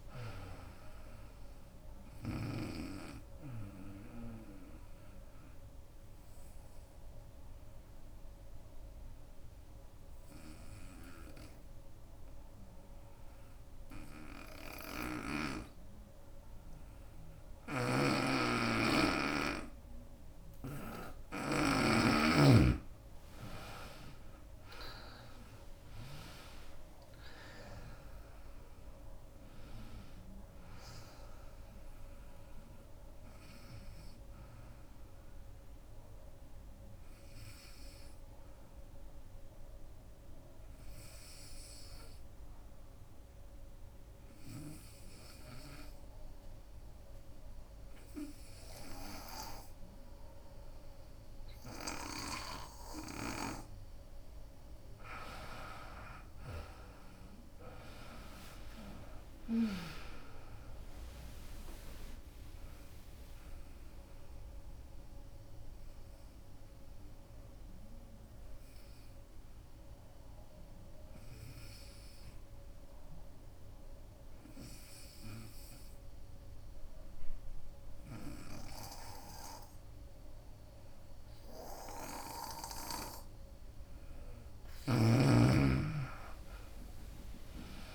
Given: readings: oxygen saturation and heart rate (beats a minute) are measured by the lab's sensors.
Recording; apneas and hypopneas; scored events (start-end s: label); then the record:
breathing in sleep by a room microphone; 3
0.00-6.00 s: drop in pulse transit time (device-marked, heart rate 72 extreme)
0.00-17.00 s: oxygen desaturation (device-marked, oxygen 86% lowest, heart rate 64 extreme)
3.50-21.00 s: obstructive apnea (oxygen 96% before, 84% lowest, heart rate 76 before, 64 extreme, up 19 after)
22.50-27.00 s: arousal
23.00-35.00 s: drop in pulse transit time (device-marked, heart rate 72 before, 69 extreme)
23.00-45.00 s: oxygen desaturation (device-marked, oxygen 95% before, 84% lowest, heart rate 72 before, 56 extreme)
40.50-54.50 s: obstructive apnea (oxygen 95% before, 84% lowest, heart rate 77 before, 56 extreme, up 29 after)
41.50-43.50 s: long interval between heartbeats (device-marked, heart rate 77 before, 71 extreme)
46.50-48.50 s: long interval between heartbeats (device-marked, heart rate 76 before, 68 extreme)
52.00-54.00 s: bradycardia (device-marked, heart rate 76 before, 65 extreme)
53.00-55.00 s: long interval between heartbeats (device-marked, heart rate 69 before, 65 extreme)
55.50-59.00 s: arousal
56.00-69.00 s: drop in pulse transit time (device-marked, heart rate 66 before, 57 extreme)
58.00-73.00 s: oxygen desaturation (device-marked, oxygen 97% before, 86% lowest, heart rate 65 before, 61 extreme)
66.50-83.50 s: obstructive apnea (oxygen 97% before, 85% lowest, heart rate 70 before, 67 extreme, up 15 after)
85.00-87.94 s: drop in pulse transit time (device-marked, heart rate 73 before, 76 extreme)
85.00-87.94 s: oxygen desaturation (device-marked, oxygen 96% before, 85% lowest, heart rate 73 before, 62 extreme)
86.00-87.94 s: arousal
From the record:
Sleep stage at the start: N2 (light sleep); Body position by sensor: on the right side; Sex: female